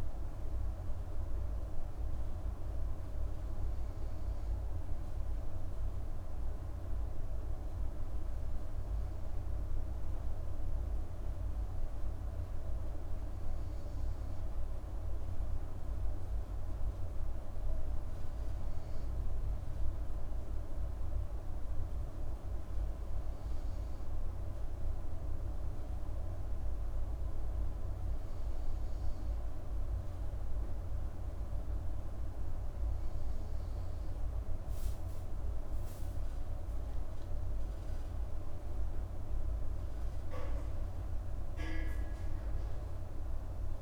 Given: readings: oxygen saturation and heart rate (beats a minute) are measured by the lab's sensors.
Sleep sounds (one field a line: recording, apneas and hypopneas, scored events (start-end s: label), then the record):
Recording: breathing in sleep, hard to hear, by a room microphone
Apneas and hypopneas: none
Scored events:
none scored
From the record:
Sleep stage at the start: N2 (light sleep)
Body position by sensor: on the right side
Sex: female